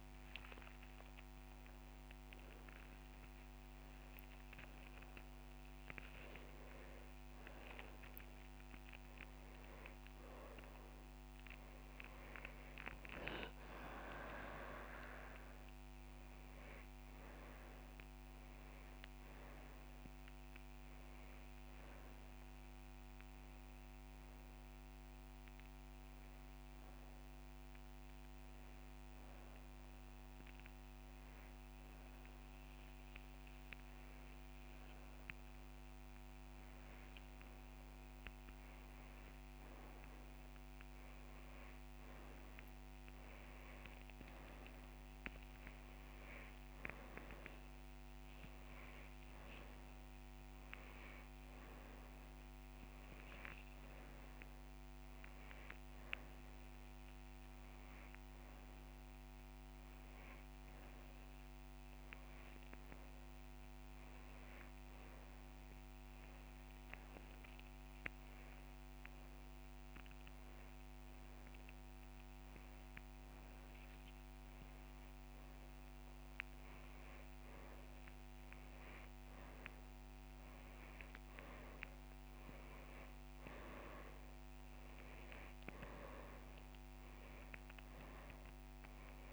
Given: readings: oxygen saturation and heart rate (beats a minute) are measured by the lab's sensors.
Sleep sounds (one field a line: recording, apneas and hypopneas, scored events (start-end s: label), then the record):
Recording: breathing in sleep by a microphone on the trachea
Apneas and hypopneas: 2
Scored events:
9.00-11.00 s: long interval between heartbeats (device-marked)
16.50-18.50 s: long interval between heartbeats (device-marked)
16.50-20.00 s: arousal
18.00-21.00 s: drop in pulse transit time (device-marked)
20.00-22.00 s: long interval between heartbeats (device-marked)
23.50-34.00 s: hypopnea (oxygen 97% before, 94% lowest)
31.00-33.00 s: long interval between heartbeats (device-marked)
33.00-36.00 s: drop in pulse transit time (device-marked)
35.00-39.00 s: arousal
41.00-43.00 s: long interval between heartbeats (device-marked)
44.00-53.00 s: drop in pulse transit time (device-marked)
49.00-66.00 s: oxygen desaturation (device-marked, oxygen 99% before, 95% lowest)
51.50-53.50 s: long interval between heartbeats (device-marked)
59.00-61.00 s: long interval between heartbeats (device-marked)
65.00-76.50 s: hypopnea (oxygen 99% before, 94% lowest)
70.00-72.00 s: long interval between heartbeats (device-marked)
74.00-83.00 s: drop in pulse transit time (device-marked)
79.00-82.50 s: arousal
81.50-83.50 s: long interval between heartbeats (device-marked)
From the record:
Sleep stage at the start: N2 (light sleep)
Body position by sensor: on the back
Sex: male